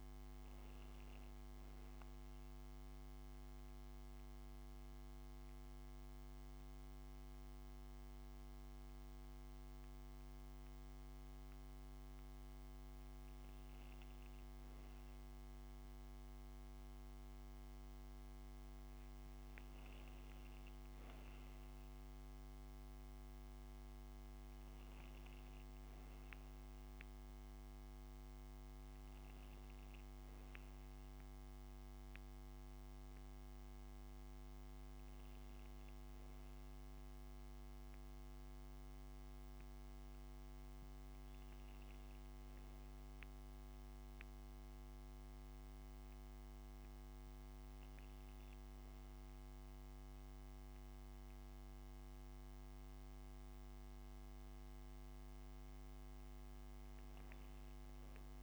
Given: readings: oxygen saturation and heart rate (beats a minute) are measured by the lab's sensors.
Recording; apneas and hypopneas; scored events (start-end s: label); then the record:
breathing in sleep, hard to hear, by a microphone on the trachea; 1
3.00-13.50 s: central apnea (oxygen 96% before, 94% lowest)
15.00-19.50 s: arousal
From the record:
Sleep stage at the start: N2 (light sleep); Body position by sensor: on the back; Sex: female